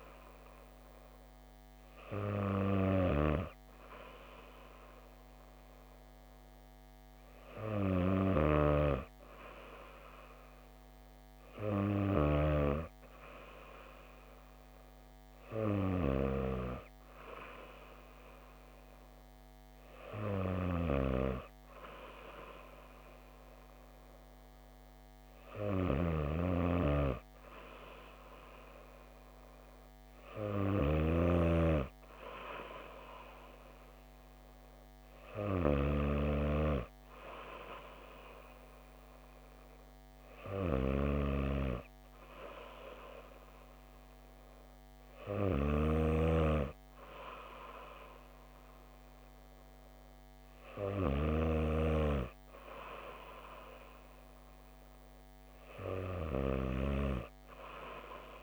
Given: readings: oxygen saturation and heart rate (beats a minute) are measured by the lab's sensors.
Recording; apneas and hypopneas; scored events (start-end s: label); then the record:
breathing in sleep by a microphone on the trachea; none
none scored
From the record:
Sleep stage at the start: N2 (light sleep); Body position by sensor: on the back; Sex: female